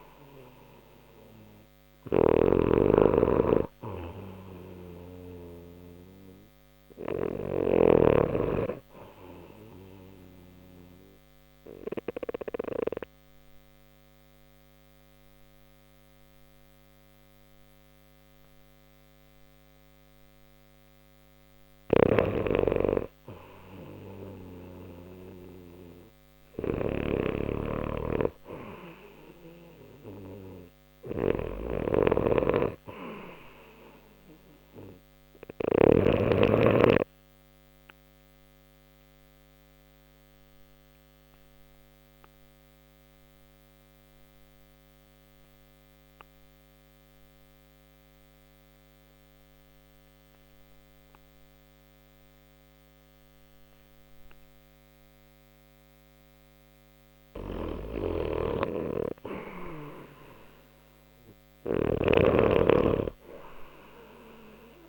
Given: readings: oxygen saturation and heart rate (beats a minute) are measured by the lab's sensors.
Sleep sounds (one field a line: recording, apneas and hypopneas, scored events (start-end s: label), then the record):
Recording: breathing in sleep by a microphone on the trachea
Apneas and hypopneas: 2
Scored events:
0.00-7.50 s: snoring (device-marked)
10.00-21.50 s: obstructive apnea (oxygen 93% before, 90% lowest, heart rate 63 before, 59 extreme, up 1 after)
21.50-35.50 s: snoring (device-marked)
24.50-29.00 s: arousal
38.00-56.50 s: obstructive apnea (oxygen 97% before, 91% lowest, heart rate 60 before, 60 extreme, up 0 after)
47.00-60.00 s: oxygen desaturation (device-marked, oxygen 97% before, 92% lowest, heart rate 60 before, 60 extreme)
57.50-64.89 s: snoring (device-marked)
58.00-62.50 s: arousal
From the record:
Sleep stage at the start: REM sleep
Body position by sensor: on the left side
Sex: male